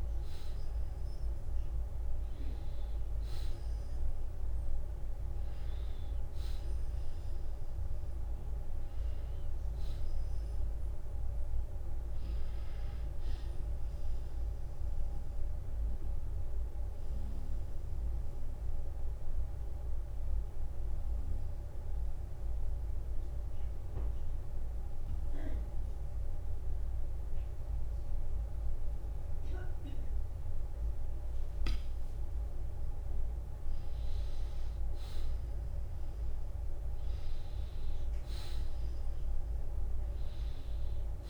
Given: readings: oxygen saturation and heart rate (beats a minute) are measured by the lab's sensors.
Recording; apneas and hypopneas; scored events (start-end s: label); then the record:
breathing in sleep, hard to hear, by a room microphone; 1
0.00-3.00 s: arousal
9.50-30.50 s: oxygen desaturation (device-marked, oxygen 94% before, 90% lowest, heart rate 62 before, 54 extreme)
14.00-31.00 s: obstructive apnea (oxygen 94% before, 87% lowest, heart rate 60 before, 54 extreme, up 5 after)
21.00-23.00 s: long interval between heartbeats (device-marked, heart rate 60 before, 62 extreme)
32.50-36.50 s: arousal
From the record:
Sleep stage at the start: N2 (light sleep); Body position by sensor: on the back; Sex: male